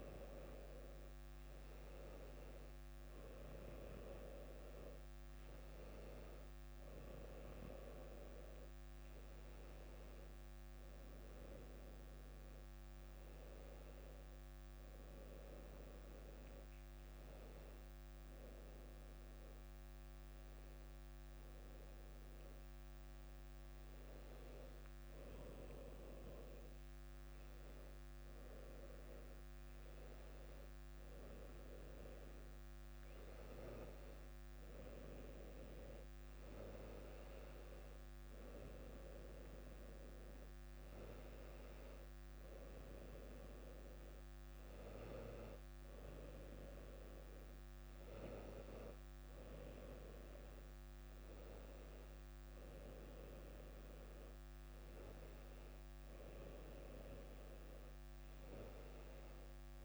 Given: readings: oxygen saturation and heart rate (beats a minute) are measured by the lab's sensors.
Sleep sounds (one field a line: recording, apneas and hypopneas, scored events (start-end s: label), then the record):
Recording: breathing in sleep by a microphone on the trachea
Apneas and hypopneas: none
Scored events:
none scored
From the record:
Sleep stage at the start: N2 (light sleep)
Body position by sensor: on the back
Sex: female